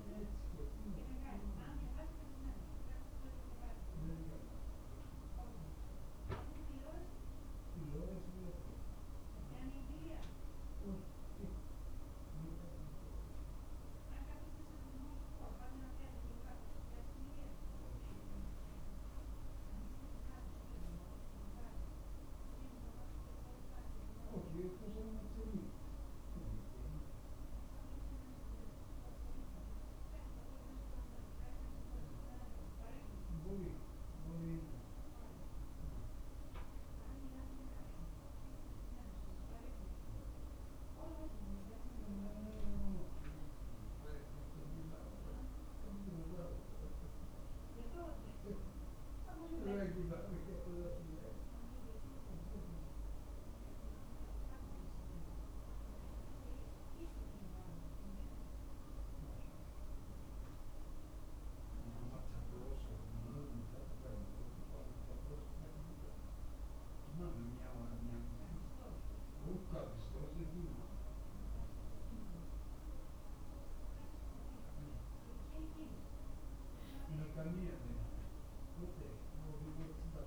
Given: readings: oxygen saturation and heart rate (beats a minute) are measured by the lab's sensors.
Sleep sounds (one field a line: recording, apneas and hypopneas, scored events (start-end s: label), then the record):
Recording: a person awake in a sleep study, by a room microphone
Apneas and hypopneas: none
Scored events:
none scored
From the record:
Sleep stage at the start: awake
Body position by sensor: on the back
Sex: male